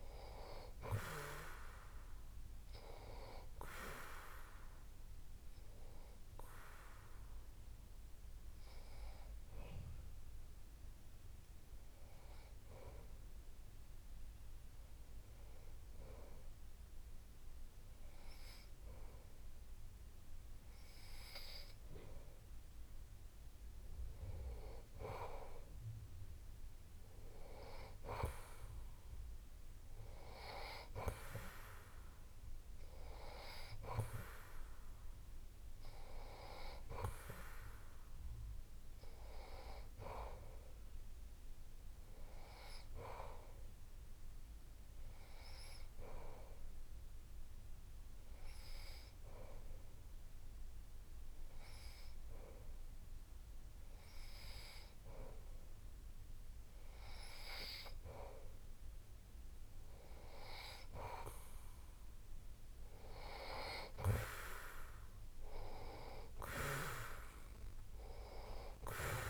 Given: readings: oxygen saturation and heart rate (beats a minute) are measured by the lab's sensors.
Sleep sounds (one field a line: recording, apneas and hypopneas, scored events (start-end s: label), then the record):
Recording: breathing in sleep by a room microphone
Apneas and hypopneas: 2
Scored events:
6.50-21.50 s: obstructive apnea (oxygen 96% before, 91% lowest)
24.00-28.50 s: arousal
44.50-59.50 s: hypopnea (oxygen 96% before, 91% lowest)
62.50-66.50 s: arousal
From the record:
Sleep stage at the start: N2 (light sleep)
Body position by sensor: on the back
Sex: male